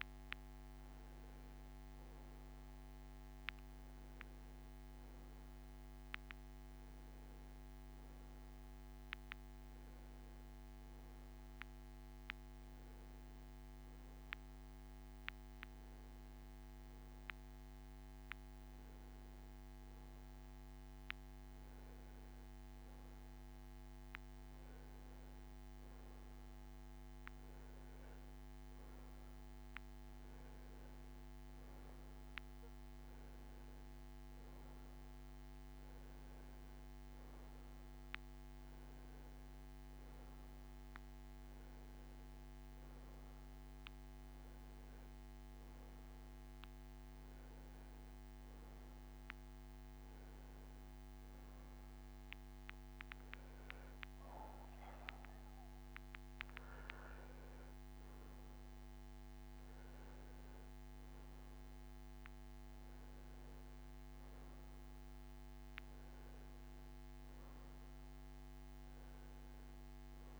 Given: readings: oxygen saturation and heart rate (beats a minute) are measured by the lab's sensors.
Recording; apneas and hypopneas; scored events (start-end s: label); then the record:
breathing in sleep by a microphone on the trachea; none
3.50-8.50 s: bradycardia (device-marked, heart rate 70 before, 59 extreme)
From the record:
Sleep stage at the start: N2 (light sleep); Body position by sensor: on the right side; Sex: male